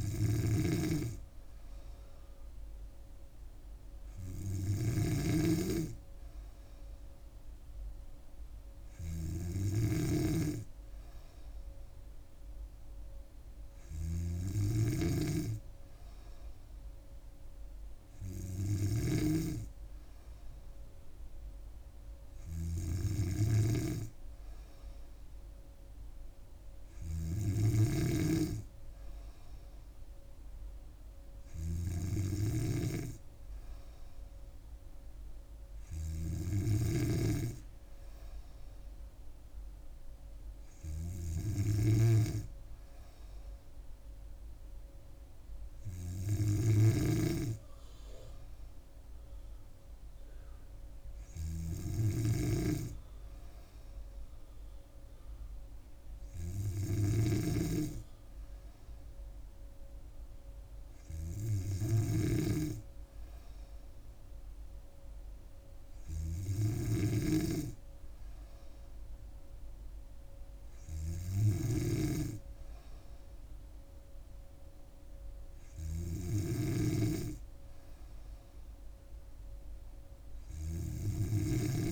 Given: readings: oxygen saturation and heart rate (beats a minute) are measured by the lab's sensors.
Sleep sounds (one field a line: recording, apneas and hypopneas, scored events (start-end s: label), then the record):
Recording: breathing in sleep by a room microphone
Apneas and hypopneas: none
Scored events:
0.00-37.00 s: snoring (device-marked)
46.50-81.92 s: snoring (device-marked)
From the record:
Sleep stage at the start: N2 (light sleep)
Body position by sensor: on the back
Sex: female